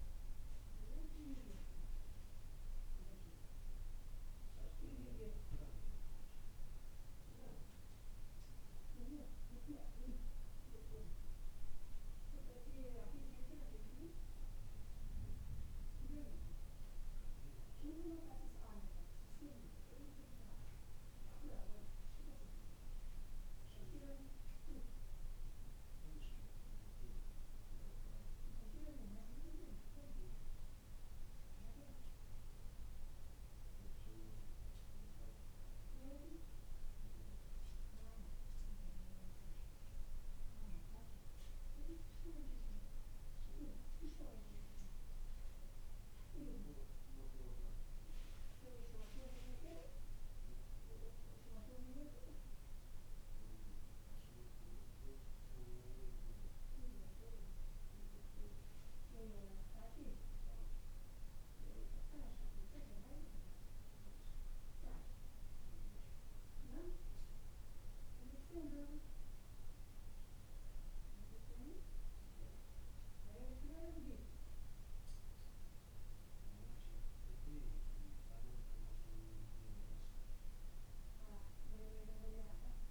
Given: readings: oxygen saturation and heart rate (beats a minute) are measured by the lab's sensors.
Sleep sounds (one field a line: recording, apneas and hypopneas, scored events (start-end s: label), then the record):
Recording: a person awake in a sleep study, by a room microphone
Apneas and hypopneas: none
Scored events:
none scored
From the record:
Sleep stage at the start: awake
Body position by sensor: on the back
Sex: male